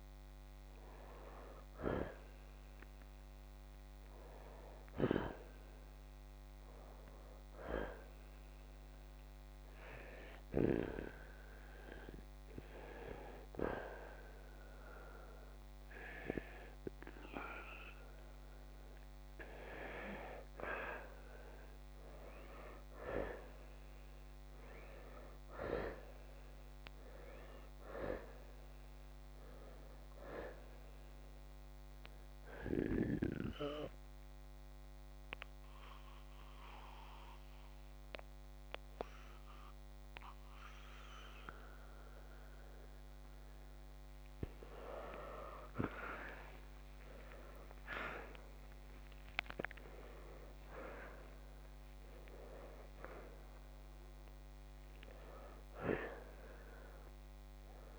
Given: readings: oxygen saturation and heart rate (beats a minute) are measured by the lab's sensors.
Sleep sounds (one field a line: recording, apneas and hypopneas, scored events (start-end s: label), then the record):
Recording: breathing in sleep by a microphone on the trachea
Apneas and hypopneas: 2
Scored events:
4.50-18.00 s: hypopnea (oxygen 95% before, 82% lowest, heart rate 62 before, 56 extreme, up 6 after)
11.50-49.50 s: oxygen desaturation (device-marked, oxygen 95% before, 87% lowest, heart rate 60 before, 51 extreme)
22.00-26.50 s: arousal
33.00-44.50 s: central apnea (oxygen 95% before, 82% lowest, heart rate 61 before, 53 extreme, up 5 after)
48.00-53.00 s: arousal
54.50-57.99 s: oxygen desaturation (device-marked, oxygen 93% before, 82% lowest, heart rate 59 before, 47 extreme)
From the record:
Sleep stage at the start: N2 (light sleep)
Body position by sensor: on the left side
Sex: male